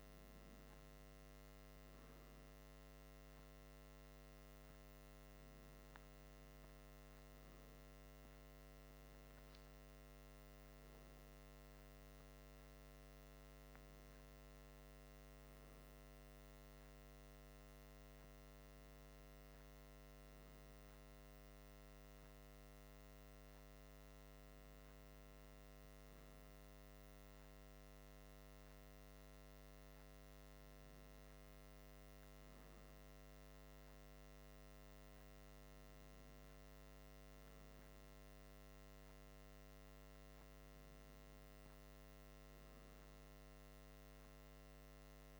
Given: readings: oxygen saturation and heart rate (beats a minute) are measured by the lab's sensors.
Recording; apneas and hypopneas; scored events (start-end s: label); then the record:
breathing in sleep, hard to hear, by a microphone on the trachea; none
none scored
From the record:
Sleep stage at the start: N2 (light sleep); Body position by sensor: on the back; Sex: male